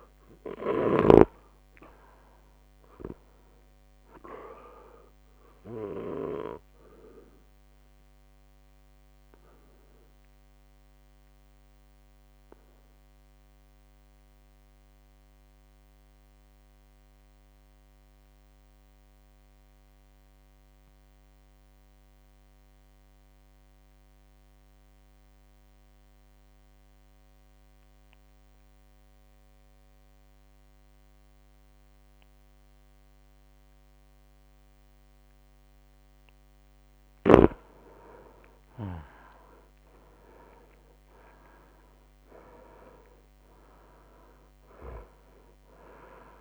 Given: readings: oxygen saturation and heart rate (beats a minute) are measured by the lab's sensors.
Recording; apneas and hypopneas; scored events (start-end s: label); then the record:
breathing in sleep by a microphone on the trachea; 1
0.00-1.00 s: snoring (device-marked)
0.00-8.00 s: drop in pulse transit time (device-marked, heart rate 56 extreme)
0.50-2.50 s: long interval between heartbeats (device-marked, heart rate 59 before, 64 extreme)
4.50-6.50 s: long interval between heartbeats (device-marked, heart rate 59 before, 64 extreme)
7.00-34.50 s: obstructive apnea (oxygen 99% before, 91% lowest, heart rate 60 before, 54 extreme, up 11 after)
15.00-27.00 s: oxygen desaturation (device-marked, oxygen 98% before, 95% lowest, heart rate 59 before, 58 extreme)
19.00-30.00 s: drop in pulse transit time (device-marked, heart rate 58 before, 56 extreme)
37.00-39.00 s: long interval between heartbeats (device-marked, heart rate 59 before, 68 extreme)
37.50-41.00 s: arousal
41.00-46.41 s: oxygen desaturation (device-marked, oxygen 100% before, 91% lowest, heart rate 61 before, 55 extreme)
From the record:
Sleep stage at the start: REM sleep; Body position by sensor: on the back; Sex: male